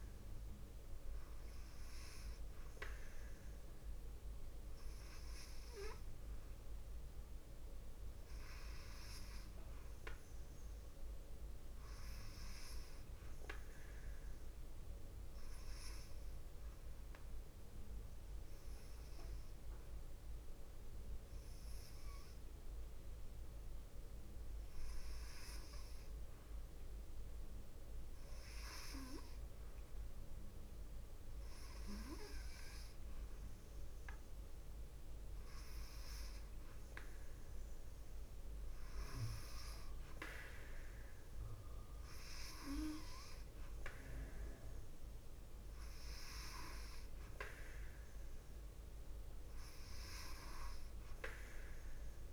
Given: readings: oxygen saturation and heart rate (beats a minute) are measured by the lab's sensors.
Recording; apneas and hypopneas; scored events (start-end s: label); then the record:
breathing in sleep by a room microphone; none
6.00-15.00 s: oxygen desaturation (device-marked, oxygen 95% before, 92% lowest, heart rate 56 before, 54 extreme)
From the record:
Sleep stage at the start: N2 (light sleep); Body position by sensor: on the left side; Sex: female